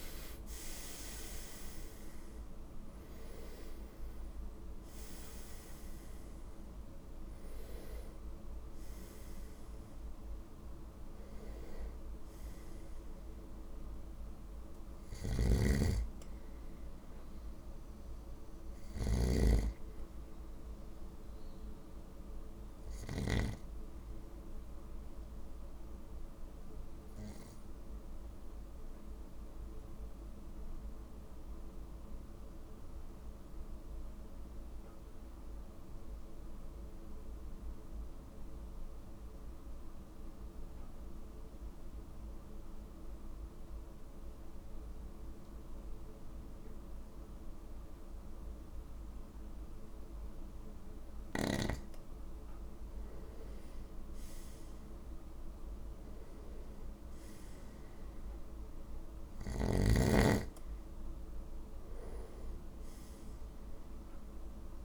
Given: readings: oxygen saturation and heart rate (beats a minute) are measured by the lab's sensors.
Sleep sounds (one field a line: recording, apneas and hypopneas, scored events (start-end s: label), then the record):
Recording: breathing in sleep by a room microphone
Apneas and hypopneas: 1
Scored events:
0.00-1.50 s: arousal
0.00-13.00 s: oxygen desaturation (device-marked, oxygen 93% lowest, heart rate 49 extreme)
15.00-19.00 s: snoring (device-marked)
18.00-21.50 s: arousal
25.00-51.00 s: obstructive apnea (oxygen 94% before, 90% lowest, heart rate 53 before, 50 extreme, up 5 after)
28.00-41.00 s: oxygen desaturation (device-marked, oxygen 93% before, 90% lowest, heart rate 52 before, 51 extreme)
54.00-58.00 s: arousal
59.00-64.85 s: snoring (device-marked)
From the record:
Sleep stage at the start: N2 (light sleep)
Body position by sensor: on the right side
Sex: male